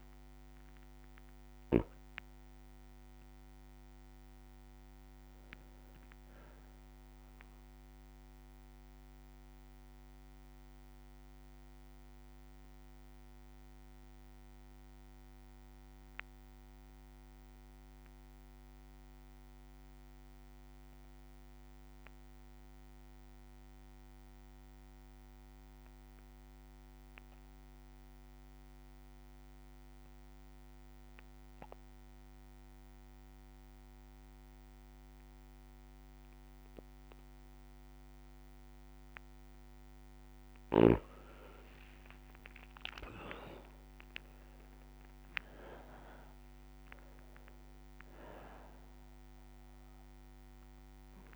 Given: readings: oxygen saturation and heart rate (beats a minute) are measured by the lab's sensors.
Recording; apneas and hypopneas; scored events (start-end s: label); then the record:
breathing in sleep by a microphone on the trachea; 1
0.00-19.00 s: oxygen desaturation (device-marked, oxygen 90% lowest, heart rate 57 extreme)
7.00-28.00 s: bradycardia (device-marked, heart rate 61 before, 57 extreme)
10.00-37.00 s: obstructive apnea (oxygen 98% before, 90% lowest, heart rate 62 before, 57 extreme, up 2 after)
30.00-51.36 s: oxygen desaturation (device-marked, oxygen 99% before, 91% lowest, heart rate 58 before, 57 extreme)
35.00-38.00 s: bradycardia (device-marked, heart rate 61 before, 60 extreme)
41.50-45.00 s: arousal
From the record:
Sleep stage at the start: N2 (light sleep); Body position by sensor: on the back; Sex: male